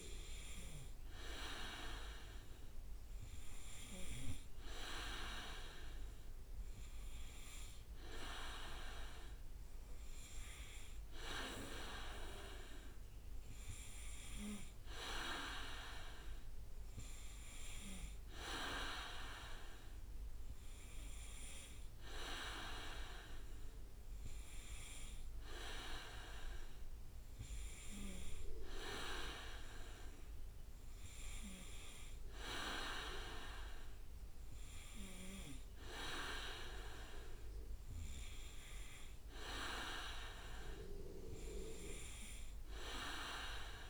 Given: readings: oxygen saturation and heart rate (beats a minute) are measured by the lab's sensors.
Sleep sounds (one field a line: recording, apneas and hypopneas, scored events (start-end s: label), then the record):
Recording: breathing in sleep by a room microphone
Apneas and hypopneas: none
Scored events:
none scored
From the record:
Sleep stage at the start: N2 (light sleep)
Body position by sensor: on the back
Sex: male